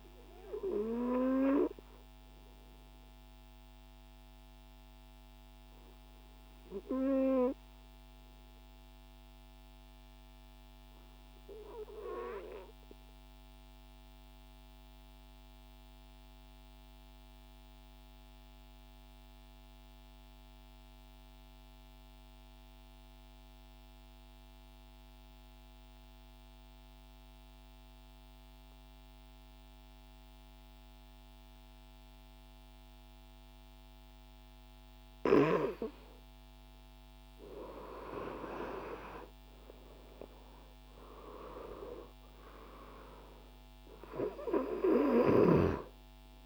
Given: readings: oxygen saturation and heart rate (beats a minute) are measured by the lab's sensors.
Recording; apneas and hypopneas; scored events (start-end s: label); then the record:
breathing in sleep by a microphone on the trachea; 1
0.00-8.00 s: oxygen desaturation (device-marked, oxygen 94% lowest, heart rate 49 extreme)
3.00-36.00 s: obstructive apnea (oxygen 98% before, 93% lowest, heart rate 84 before, 35 extreme)
34.00-46.46 s: oxygen desaturation (device-marked, oxygen 97% before, 93% lowest)
38.50-42.00 s: arousal
From the record:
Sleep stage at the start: N2 (light sleep); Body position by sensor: on the right side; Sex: male